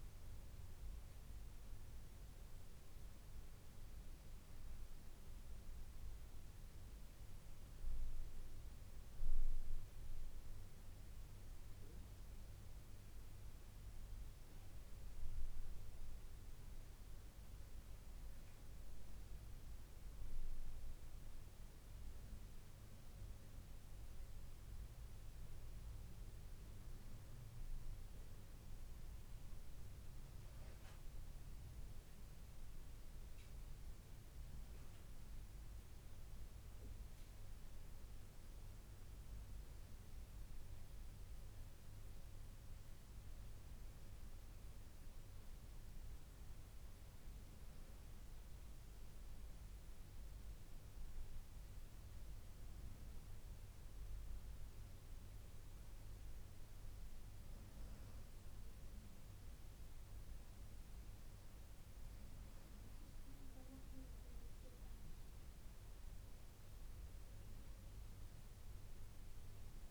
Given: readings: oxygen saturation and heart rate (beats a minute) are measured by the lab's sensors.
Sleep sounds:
breathing in sleep, hard to hear, by a room microphone; none
26.50-69.91 s: new sleep stage, N2 (light sleep)
From the record:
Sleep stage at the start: N1 (lightest sleep); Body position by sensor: on the back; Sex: female

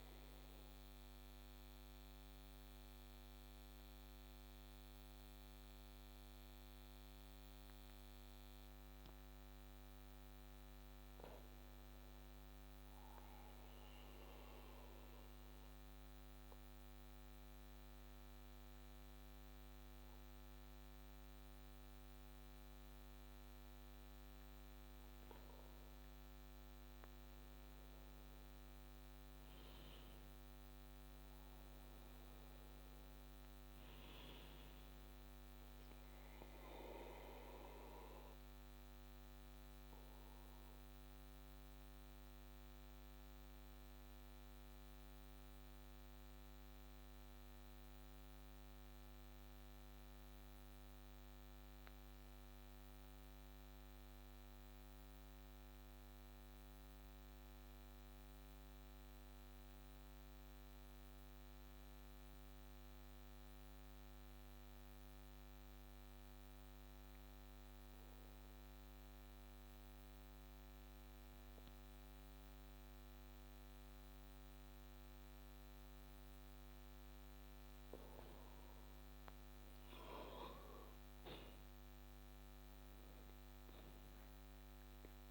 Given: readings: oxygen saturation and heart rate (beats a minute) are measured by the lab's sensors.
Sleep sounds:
breathing in sleep, hard to hear, by a microphone on the trachea; 2
14.00-25.00 s: obstructive apnea (oxygen 98% before, 95% lowest, heart rate 36 before, 26 extreme, up 15 after)
25.50-30.00 s: arousal
37.50-75.50 s: obstructive apnea (oxygen 97% before, 94% lowest)
78.00-82.00 s: arousal
85.00-85.31 s: new sleep stage, N1 (lightest sleep)
From the record:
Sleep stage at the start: N2 (light sleep); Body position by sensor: on the back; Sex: male

